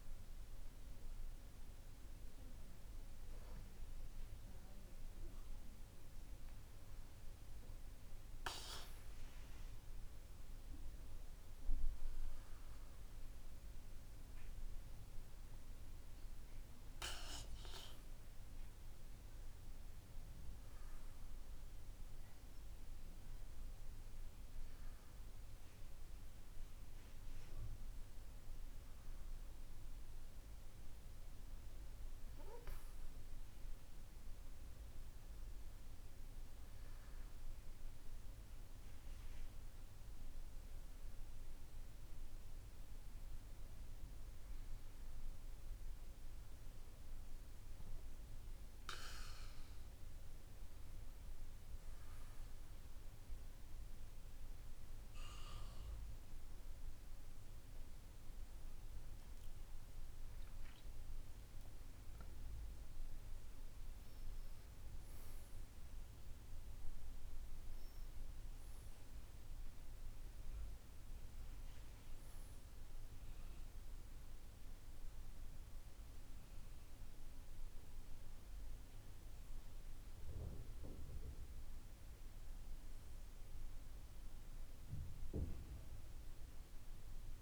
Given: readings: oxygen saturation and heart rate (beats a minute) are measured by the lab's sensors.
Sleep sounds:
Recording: breathing in sleep, hard to hear, by a room microphone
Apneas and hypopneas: none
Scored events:
71.00-87.42 s: new sleep stage, N1 (lightest sleep)
From the record:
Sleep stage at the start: N2 (light sleep)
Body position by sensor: on the back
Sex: male

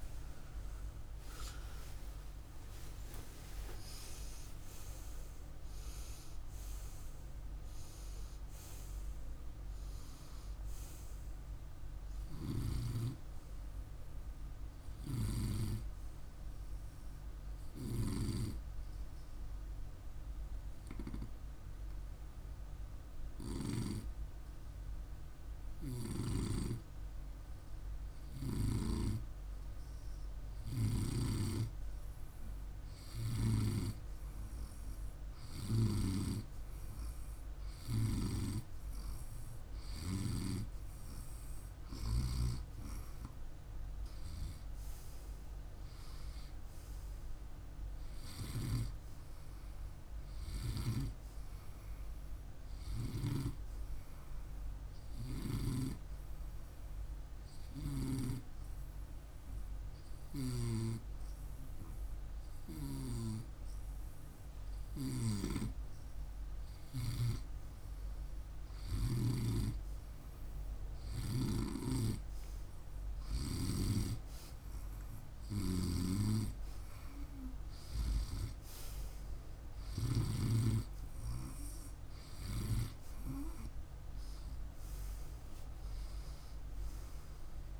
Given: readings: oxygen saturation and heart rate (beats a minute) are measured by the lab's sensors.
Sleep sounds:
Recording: breathing in sleep by a room microphone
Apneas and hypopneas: 2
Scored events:
0.00-4.50 s: arousal
1.50-8.50 s: oxygen desaturation (device-marked, oxygen 98% before, 92% lowest, heart rate 51 before, 48 extreme)
15.00-29.00 s: hypopnea (oxygen 98% before, 96% lowest, heart rate 58 before, 48 extreme, up 3 after)
25.50-30.50 s: snoring (device-marked)
31.00-35.00 s: arousal
54.00-66.00 s: hypopnea (oxygen 98% before, 96% lowest, heart rate 51 before, 49 extreme, up 2 after)
67.50-71.50 s: arousal
75.00-80.00 s: snoring (device-marked)
From the record:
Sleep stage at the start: N2 (light sleep)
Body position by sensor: on the right side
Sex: male

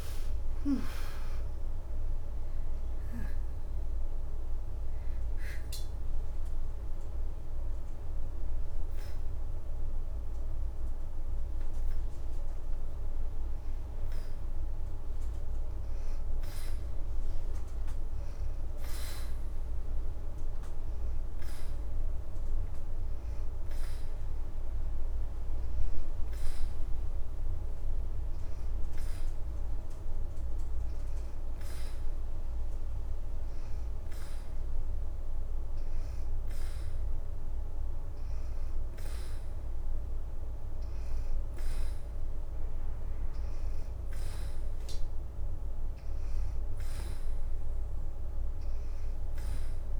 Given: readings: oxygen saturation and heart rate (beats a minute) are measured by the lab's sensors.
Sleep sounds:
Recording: breathing in sleep, hard to hear, by a room microphone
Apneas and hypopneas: 1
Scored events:
0.00-2.00 s: arousal
18.50-29.00 s: hypopnea (oxygen 90% before, 87% lowest, heart rate 84 before, 79 extreme, up 0 after)
27.50-34.50 s: oxygen desaturation (device-marked, oxygen 96% before, 90% lowest, heart rate 82 before, 80 extreme)
34.00-38.00 s: arousal
40.50-50.00 s: oxygen desaturation (device-marked, oxygen 92% before, 88% lowest, heart rate 81 before, 81 extreme)
From the record:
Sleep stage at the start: N2 (light sleep)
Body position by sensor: on the back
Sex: female

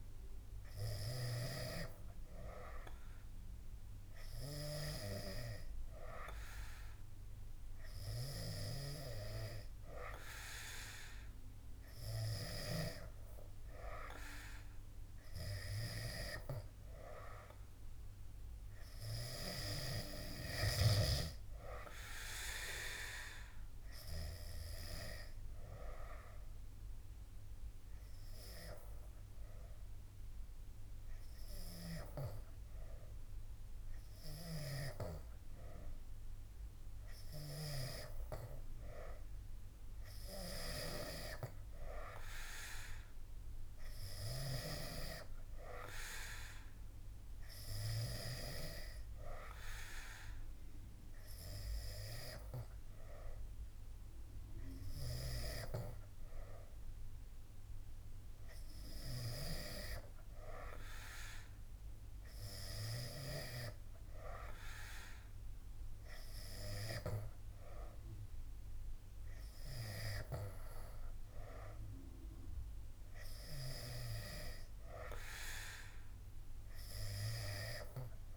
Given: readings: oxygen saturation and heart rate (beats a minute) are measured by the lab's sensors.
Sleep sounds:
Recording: breathing in sleep by a room microphone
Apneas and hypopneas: 1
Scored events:
25.50-37.00 s: hypopnea (oxygen 95% before, 93% lowest, heart rate 81 before, 73 extreme, up 8 after)
42.50-45.50 s: arousal
45.00-57.00 s: oxygen desaturation (device-marked, oxygen 96% before, 93% lowest, heart rate 78 before, 76 extreme)
From the record:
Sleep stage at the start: N3 (deep sleep)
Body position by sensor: on the back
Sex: male

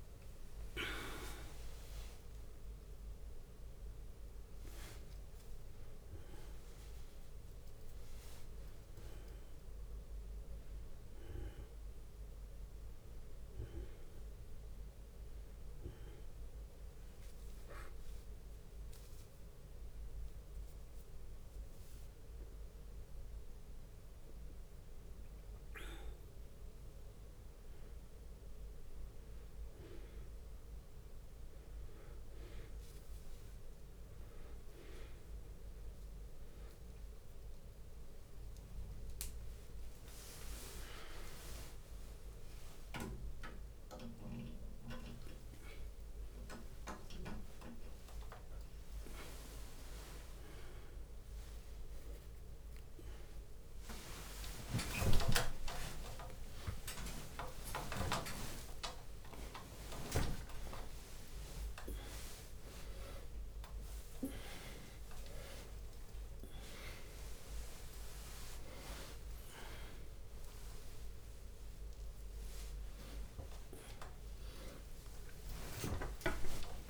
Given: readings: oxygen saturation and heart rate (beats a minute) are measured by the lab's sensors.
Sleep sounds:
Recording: a person awake in a sleep study, by a room microphone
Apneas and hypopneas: 1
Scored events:
0.00-1.50 s: long interval between heartbeats (device-marked, heart rate 101 extreme)
0.00-7.50 s: tachycardia (device-marked, heart rate 146 extreme)
3.00-5.00 s: long interval between heartbeats (device-marked, heart rate 103 before, 126 extreme)
7.00-9.00 s: long interval between heartbeats (device-marked, heart rate 116 before, 132 extreme)
7.50-19.50 s: oxygen desaturation (device-marked, oxygen 96% before, 92% lowest, heart rate 119 before, 57 extreme)
8.50-38.50 s: new sleep stage, N1 (lightest sleep)
16.50-26.50 s: obstructive apnea (oxygen 96% before, 93% lowest, heart rate 103 before, 57 extreme, up 3 after)
25.50-32.50 s: bradycardia (device-marked, heart rate 62 before, 58 extreme)
37.50-39.50 s: long interval between heartbeats (device-marked, heart rate 63 before, 85 extreme)
38.50-50.50 s: tachycardia (device-marked, heart rate 62 before, 199 extreme)
38.50-76.89 s: new sleep stage, awake
42.00-44.00 s: long interval between heartbeats (device-marked, heart rate 68 before, 106 extreme)
45.00-47.00 s: long interval between heartbeats (device-marked, heart rate 77 before, 148 extreme)
47.00-49.00 s: long interval between heartbeats (device-marked, heart rate 86 before, 195 extreme)
47.50-58.50 s: drop in pulse transit time (device-marked, heart rate 93 before, 95 extreme)
50.50-52.50 s: long interval between heartbeats (device-marked, heart rate 110 before, 140 extreme)
51.50-66.50 s: tachycardia (device-marked, heart rate 64 before, 153 extreme)
54.50-56.50 s: long interval between heartbeats (device-marked, heart rate 123 before, 110 extreme)
58.50-60.50 s: long interval between heartbeats (device-marked, heart rate 133 before, 136 extreme)
61.50-63.50 s: long interval between heartbeats (device-marked, heart rate 141 before, 139 extreme)
63.50-65.50 s: long interval between heartbeats (device-marked, heart rate 144 before, 136 extreme)
65.50 s: drop in pulse transit time (device-marked)
66.50-72.50 s: bradycardia (device-marked)
70.00-72.00 s: long interval between heartbeats (device-marked)
73.00-75.00 s: long interval between heartbeats (device-marked, heart rate 115 before, 44 extreme)
75.50-76.89 s: long interval between heartbeats (device-marked, heart rate 105 before, 94 extreme)
From the record:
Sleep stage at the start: awake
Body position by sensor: on the back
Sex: male

